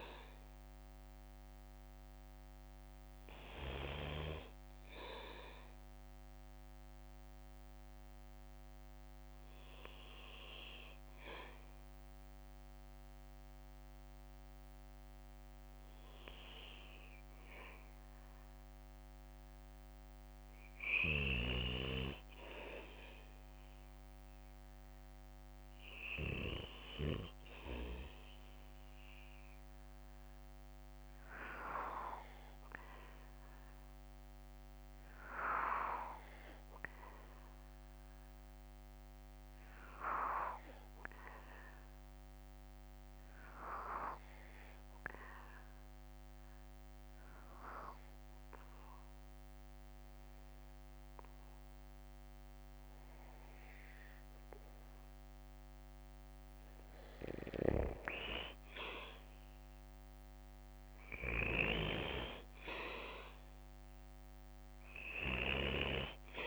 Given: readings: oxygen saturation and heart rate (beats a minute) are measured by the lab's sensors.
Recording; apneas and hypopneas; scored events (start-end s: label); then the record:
breathing in sleep by a microphone on the trachea; 2
0.00-61.50 s: bradycardia (device-marked, heart rate 50 extreme)
5.00-16.00 s: hypopnea (oxygen 98% before, 93% lowest, heart rate 55 before, 52 extreme, up 2 after)
18.00-21.50 s: arousal
26.50-55.00 s: obstructive apnea (oxygen 96% before, 93% lowest, heart rate 55 before, 50 extreme, up 8 after)
50.50-66.47 s: drop in pulse transit time (device-marked, heart rate 52 before, 50 extreme)
59.00-63.50 s: arousal
From the record:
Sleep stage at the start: N2 (light sleep); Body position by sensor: on the back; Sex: male